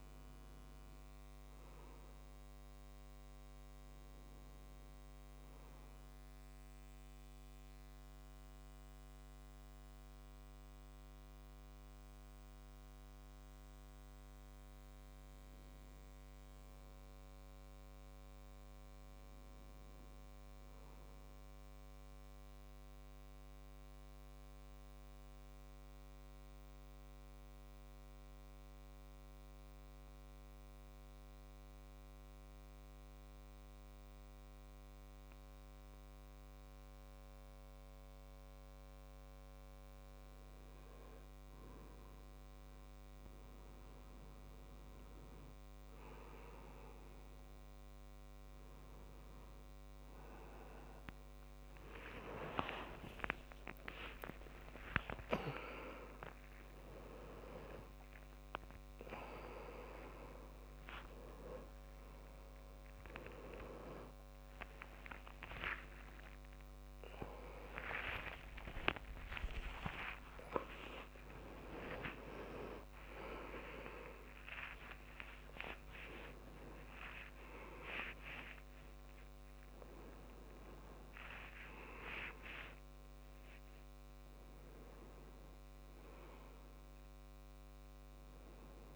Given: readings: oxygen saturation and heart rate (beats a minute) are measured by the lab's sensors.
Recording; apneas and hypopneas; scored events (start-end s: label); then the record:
a person partly awake in a sleep study, by a microphone on the trachea; 2
0.00-10.50 s: oxygen desaturation (device-marked, oxygen 91% lowest, heart rate 68 extreme)
6.00-17.00 s: obstructive apnea (oxygen 97% before, 89% lowest, heart rate 71 before, 68 extreme, up 5 after)
19.00-21.50 s: arousal
25.00-41.00 s: obstructive apnea (oxygen 99% before, 89% lowest, heart rate 71 before, 69 extreme, up 4 after)
42.50-83.50 s: oxygen desaturation (device-marked, oxygen 98% before, 89% lowest, heart rate 71 before, 74 extreme)
61.50-88.96 s: new sleep stage, awake
From the record:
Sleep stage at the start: N2 (light sleep); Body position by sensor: on the right side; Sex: male